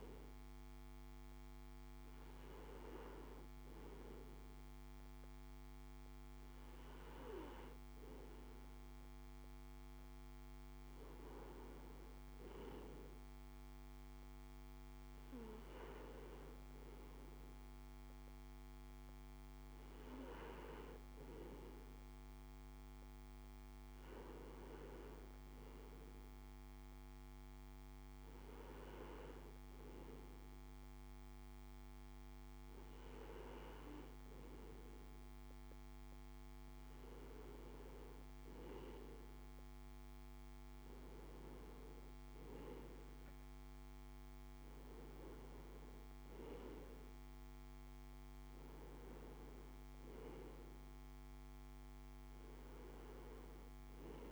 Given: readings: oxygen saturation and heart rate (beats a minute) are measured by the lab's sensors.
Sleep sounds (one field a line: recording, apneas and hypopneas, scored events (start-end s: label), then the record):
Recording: breathing in sleep by a microphone on the trachea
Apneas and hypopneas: none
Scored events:
none scored
From the record:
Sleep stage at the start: N2 (light sleep)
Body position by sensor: on the right side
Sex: male